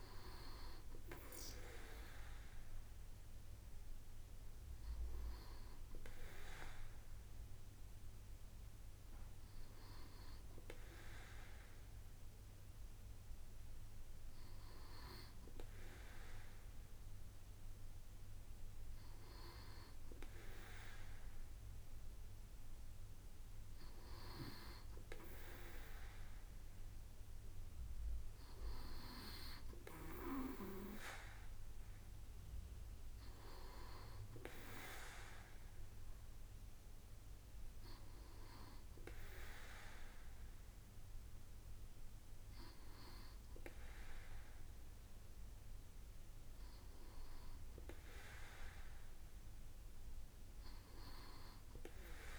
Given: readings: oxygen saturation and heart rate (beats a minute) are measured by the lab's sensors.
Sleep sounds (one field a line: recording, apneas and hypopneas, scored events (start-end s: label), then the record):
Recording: breathing in sleep by a room microphone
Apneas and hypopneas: none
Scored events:
none scored
From the record:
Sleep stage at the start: N2 (light sleep)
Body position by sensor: on the right side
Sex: male